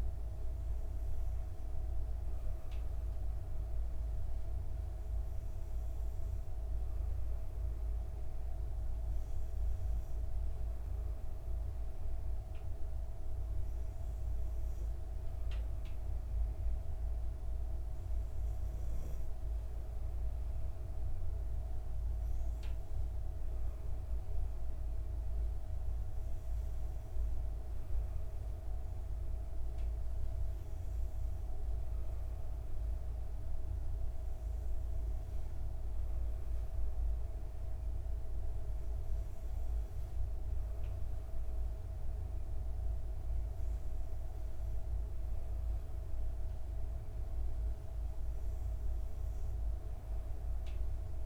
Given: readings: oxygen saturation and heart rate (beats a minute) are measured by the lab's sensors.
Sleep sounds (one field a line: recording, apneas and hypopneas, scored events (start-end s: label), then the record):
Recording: breathing in sleep, hard to hear, by a room microphone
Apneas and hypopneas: none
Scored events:
none scored
From the record:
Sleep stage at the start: N2 (light sleep)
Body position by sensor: on the back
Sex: female